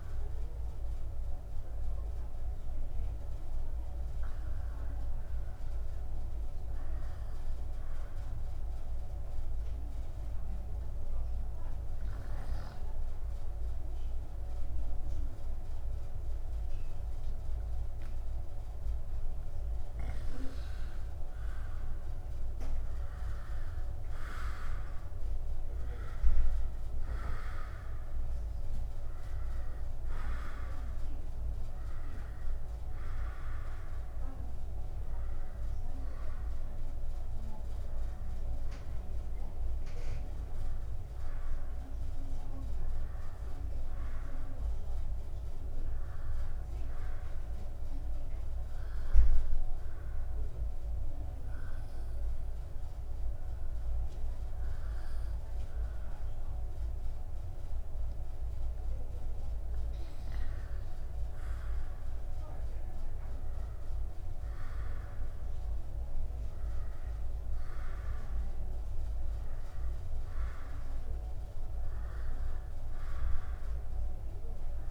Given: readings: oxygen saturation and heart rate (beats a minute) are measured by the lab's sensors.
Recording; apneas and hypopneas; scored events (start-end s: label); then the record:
breathing in sleep, hard to hear, by a room microphone; 2
0.00-9.50 s: oxygen desaturation (device-marked, oxygen 91% lowest, heart rate 65 extreme)
3.50-19.00 s: hypopnea (oxygen 96% before, 89% lowest, heart rate 69 before, 65 extreme, up 0 after)
20.00-24.00 s: arousal
21.50-48.50 s: oxygen desaturation (device-marked, oxygen 97% before, 89% lowest, heart rate 69 before, 65 extreme)
49.50-60.50 s: hypopnea (oxygen 97% before, 91% lowest, heart rate 70 before, 68 extreme, up 0 after)
62.50-66.50 s: arousal
68.50-74.91 s: oxygen desaturation (device-marked, oxygen 98% before, 93% lowest, heart rate 71 before, 68 extreme)
From the record:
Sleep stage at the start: N2 (light sleep); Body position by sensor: upright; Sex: male